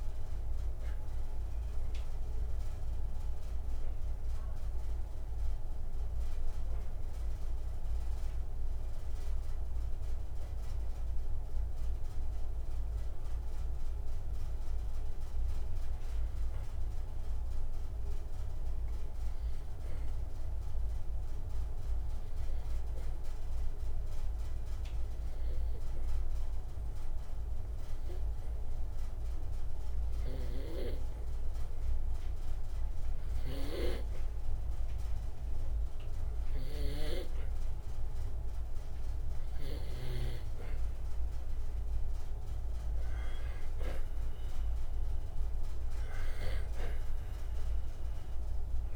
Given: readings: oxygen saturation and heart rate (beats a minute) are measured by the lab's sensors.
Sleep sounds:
breathing in sleep by a room microphone; 1
4.00-25.00 s: oxygen desaturation (device-marked, oxygen 95% before, 90% lowest, heart rate 63 before, 59 extreme)
7.50-39.00 s: hypopnea (oxygen 95% before, 89% lowest, heart rate 63 before, 59 extreme, up 2 after)
41.50-45.50 s: arousal
44.00-48.96 s: oxygen desaturation (device-marked, oxygen 96% before, 89% lowest, heart rate 61 before, 59 extreme)
From the record:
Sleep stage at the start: N2 (light sleep); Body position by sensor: on the back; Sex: male

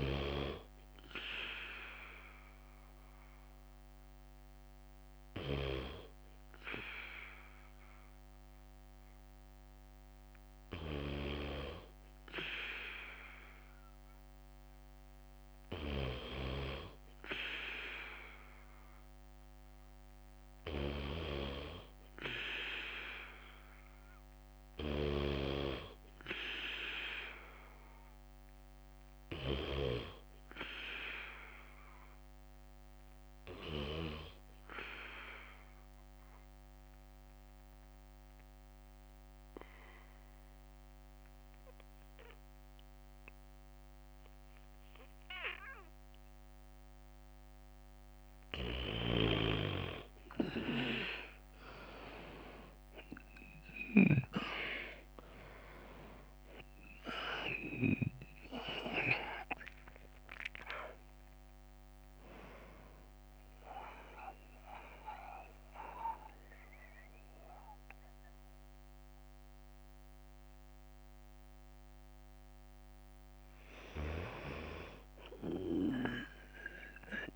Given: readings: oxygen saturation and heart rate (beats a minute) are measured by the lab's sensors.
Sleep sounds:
breathing in sleep by a microphone on the trachea; 2
0.00-21.00 s: bradycardia (device-marked, heart rate 52 extreme)
0.50-13.50 s: hypopnea (oxygen 95% before, 89% lowest, heart rate 59 before, 52 extreme, up 5 after)
2.00-16.00 s: oxygen desaturation (device-marked, oxygen 95% before, 90% lowest, heart rate 60 before, 52 extreme)
21.00-25.00 s: arousal
29.00-49.00 s: bradycardia (device-marked, heart rate 60 before, 54 extreme)
33.00-47.00 s: obstructive apnea (oxygen 97% before, 88% lowest, heart rate 58 before, 54 extreme, up 9 after)
46.00-53.00 s: oxygen desaturation (device-marked, oxygen 94% before, 91% lowest, heart rate 58 before, 60 extreme)
54.00-58.50 s: arousal
56.00-71.00 s: drop in pulse transit time (device-marked, heart rate 57 before, 66 extreme)
From the record:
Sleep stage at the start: N2 (light sleep); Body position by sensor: on the back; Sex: male

